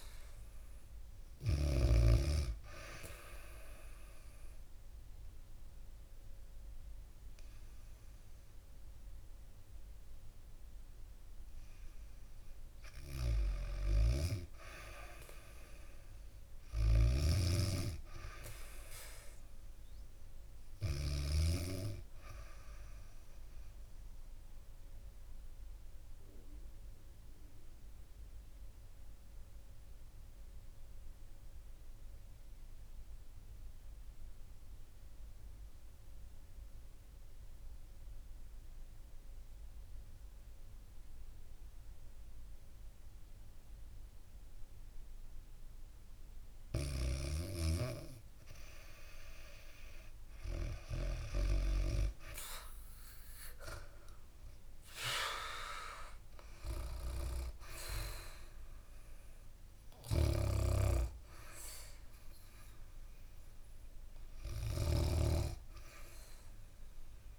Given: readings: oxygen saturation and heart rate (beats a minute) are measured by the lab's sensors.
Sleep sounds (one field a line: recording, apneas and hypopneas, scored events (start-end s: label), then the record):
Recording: breathing in sleep by a room microphone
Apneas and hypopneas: 2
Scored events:
0.00-1.50 s: snoring (device-marked)
0.00-17.00 s: oxygen desaturation (device-marked, oxygen 90% lowest, heart rate 67 extreme)
2.50-12.50 s: obstructive apnea (oxygen 99% before, 88% lowest, heart rate 70 before, 67 extreme, up 1 after)
12.50-21.00 s: snoring (device-marked)
17.00-20.00 s: arousal
24.50-46.00 s: obstructive apnea (oxygen 99% before, 88% lowest, heart rate 76 before, 67 extreme, up 5 after)
44.00-67.39 s: oxygen desaturation (device-marked, oxygen 98% before, 88% lowest, heart rate 69 before, 69 extreme)
46.00-51.50 s: snoring (device-marked)
51.00-55.50 s: arousal
59.50-67.39 s: snoring (device-marked)
From the record:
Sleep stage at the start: REM sleep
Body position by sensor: on the back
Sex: female